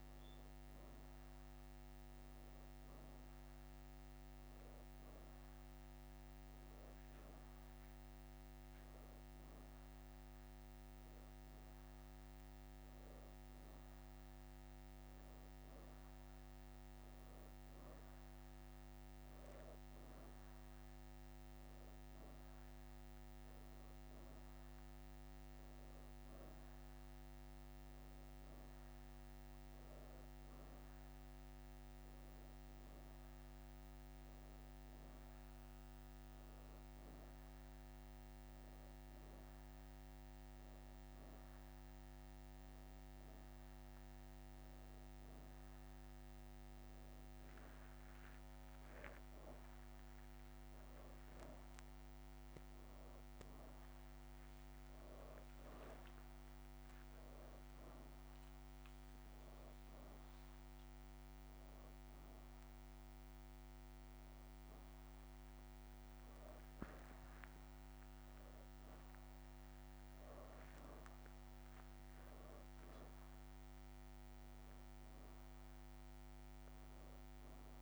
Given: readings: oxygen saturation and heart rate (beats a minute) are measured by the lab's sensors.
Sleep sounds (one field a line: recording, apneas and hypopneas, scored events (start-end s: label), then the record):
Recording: breathing in sleep, hard to hear, by a microphone on the trachea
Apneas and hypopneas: none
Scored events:
0.00-2.50 s: leg movement (device-marked)
16.00-20.50 s: leg movement (device-marked)
48.00-52.00 s: leg movement (device-marked)
51.00-56.00 s: arousal
54.50-62.50 s: leg movement (device-marked)
70.00-77.82 s: leg movement (device-marked)
From the record:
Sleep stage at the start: N2 (light sleep)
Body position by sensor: on the back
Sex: female